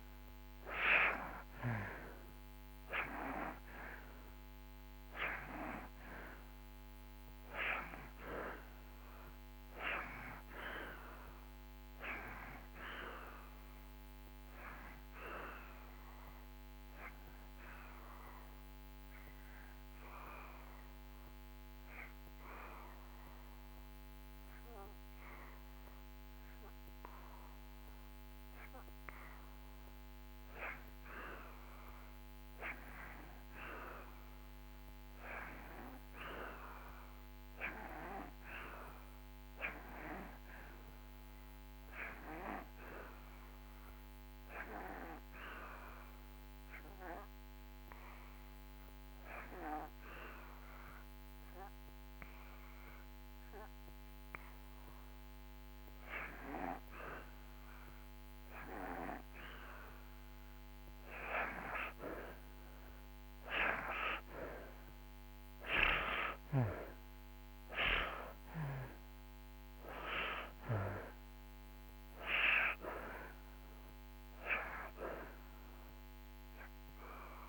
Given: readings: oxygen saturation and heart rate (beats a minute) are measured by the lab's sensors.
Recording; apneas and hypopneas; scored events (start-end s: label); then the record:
breathing in sleep by a microphone on the trachea; 2
0.00-30.00 s: oxygen desaturation (device-marked, oxygen 78% lowest)
16.50-29.00 s: obstructive apnea (oxygen 95% before, 78% lowest)
34.00-38.00 s: arousal
44.00-64.00 s: oxygen desaturation (device-marked, oxygen 93% before, 83% lowest)
44.50-57.50 s: obstructive apnea (oxygen 93% before, 81% lowest)
64.50-69.50 s: arousal
76.00-77.49 s: oxygen desaturation (device-marked, oxygen 87% before, 81% lowest)
From the record:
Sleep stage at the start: N2 (light sleep); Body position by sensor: on the back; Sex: male